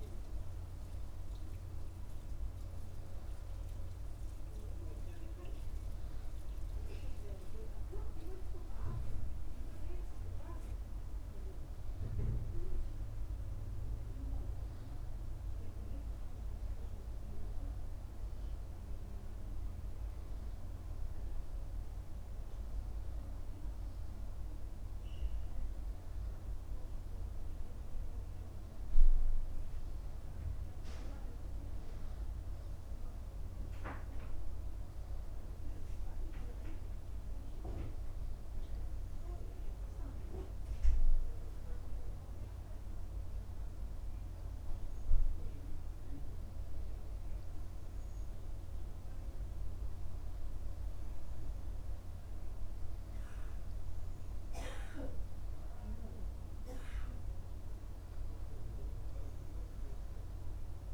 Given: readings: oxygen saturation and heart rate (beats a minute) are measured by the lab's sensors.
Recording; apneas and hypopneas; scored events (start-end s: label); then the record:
breathing in sleep, hard to hear, by a room microphone; none
none scored
From the record:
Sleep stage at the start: N2 (light sleep); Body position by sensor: on the right side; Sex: male